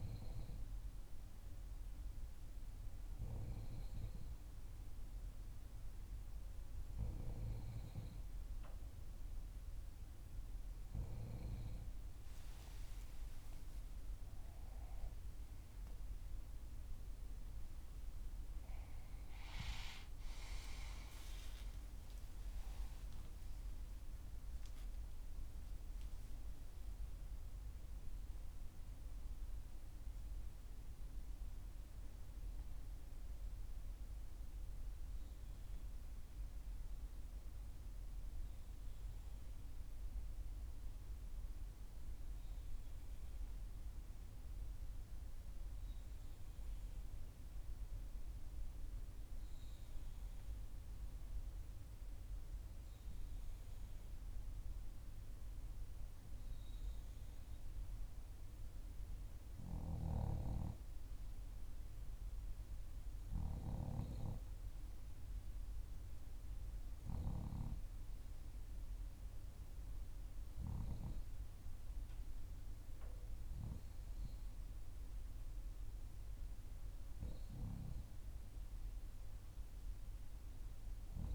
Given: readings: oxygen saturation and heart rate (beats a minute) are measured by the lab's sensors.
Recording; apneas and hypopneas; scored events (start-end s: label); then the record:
breathing in sleep by a room microphone; 1
20.50-26.00 s: arousal
33.50-52.00 s: hypopnea (oxygen 95% before, 92% lowest, heart rate 65 before, 58 extreme, up 1 after)
53.50-57.00 s: arousal
60.00-70.00 s: oxygen desaturation (device-marked, oxygen 97% before, 93% lowest, heart rate 58 before, 58 extreme)
From the record:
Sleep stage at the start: N3 (deep sleep); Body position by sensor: on the back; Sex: female